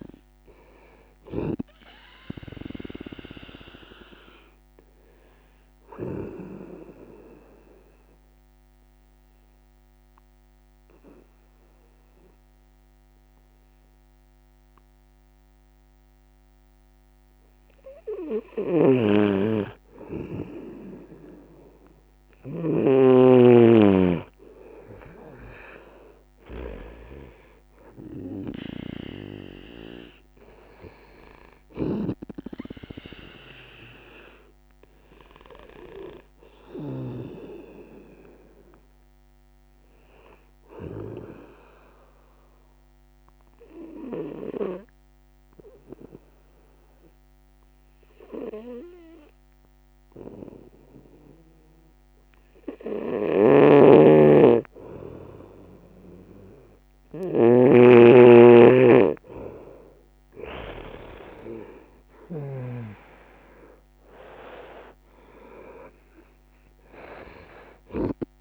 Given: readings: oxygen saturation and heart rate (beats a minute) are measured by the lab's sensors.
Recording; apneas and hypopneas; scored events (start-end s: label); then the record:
breathing in sleep by a microphone on the trachea; 2
0.00-1.50 s: snoring (device-marked)
0.00-20.00 s: oxygen desaturation (device-marked, oxygen 92% lowest, heart rate 139 extreme)
6.00-18.50 s: obstructive apnea (oxygen 98% before, 92% lowest, heart rate 170 before, 139 extreme, up 48 after)
18.50-22.50 s: snoring (device-marked)
20.50-23.50 s: arousal
31.50-37.00 s: snoring (device-marked)
32.00-50.00 s: oxygen desaturation (device-marked, oxygen 98% before, 94% lowest, heart rate 165 before, 173 extreme)
40.50-54.50 s: obstructive apnea (oxygen 98% before, 91% lowest, heart rate 174 before, 173 extreme, up 11 after)
53.00-62.50 s: snoring (device-marked)
57.00-60.50 s: arousal
62.00-68.41 s: oxygen desaturation (device-marked, oxygen 98% before, 92% lowest, heart rate 194 before, 133 extreme)
From the record:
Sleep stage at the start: N2 (light sleep); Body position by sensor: on the right side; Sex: male